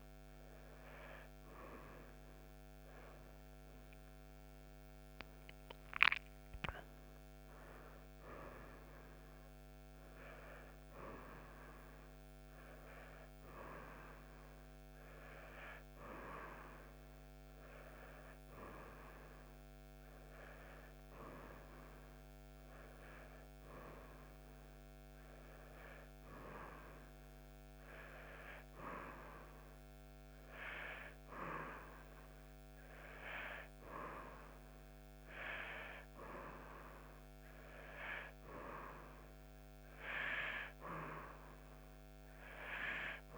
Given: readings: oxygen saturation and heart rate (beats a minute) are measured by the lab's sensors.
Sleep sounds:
breathing in sleep by a microphone on the trachea; none
2.00-5.50 s: arousal
From the record:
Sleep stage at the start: N1 (lightest sleep); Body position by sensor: on the back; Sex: female

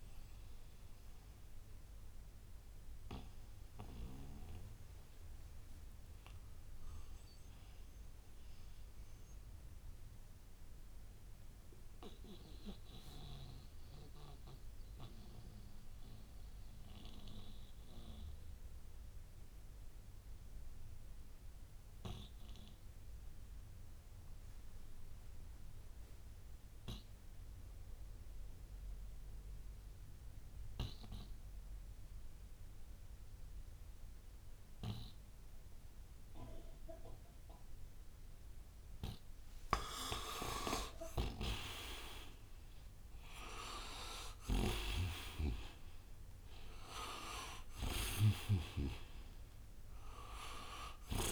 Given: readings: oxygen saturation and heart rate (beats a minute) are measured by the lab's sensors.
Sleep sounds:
breathing in sleep by a room microphone; 1
0.00-18.50 s: oxygen desaturation (device-marked, oxygen 86% lowest, heart rate 59 extreme)
10.50-38.50 s: mixed apnea (oxygen 98% before, 82% lowest, heart rate 71 before, 59 extreme, up 13 after)
35.50-51.31 s: oxygen desaturation (device-marked, oxygen 98% before, 82% lowest, heart rate 64 before, 59 extreme)
40.50-46.50 s: arousal
40.50-51.31 s: snoring (device-marked)
From the record:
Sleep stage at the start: N2 (light sleep); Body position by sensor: on the right side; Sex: male

